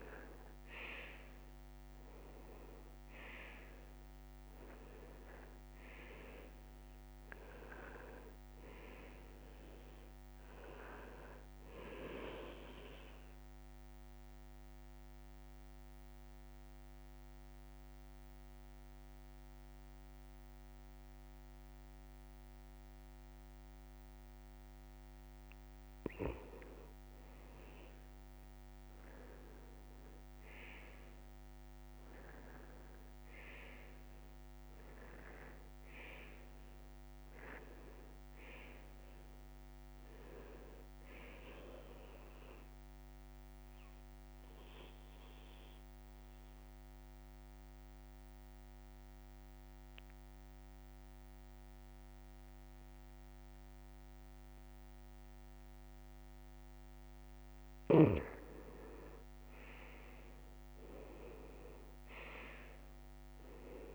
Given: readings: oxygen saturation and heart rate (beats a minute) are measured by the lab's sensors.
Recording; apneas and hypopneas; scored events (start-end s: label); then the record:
breathing in sleep by a microphone on the trachea; 2
0.00-1.00 s: oxygen desaturation (device-marked, oxygen 94% lowest, heart rate 67 extreme)
8.00-29.00 s: oxygen desaturation (device-marked, oxygen 96% before, 91% lowest, heart rate 71 before, 67 extreme)
13.00-26.00 s: mixed apnea (oxygen 98% before, 89% lowest, heart rate 72 before, 67 extreme, up 6 after)
28.00-32.50 s: arousal
38.00-55.00 s: oxygen desaturation (device-marked, oxygen 98% before, 93% lowest, heart rate 71 before, 67 extreme)
43.50-57.50 s: mixed apnea (oxygen 98% before, 89% lowest, heart rate 73 before, 66 extreme, up 7 after)
58.50-62.50 s: arousal
From the record:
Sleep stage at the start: N2 (light sleep); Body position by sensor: on the back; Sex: male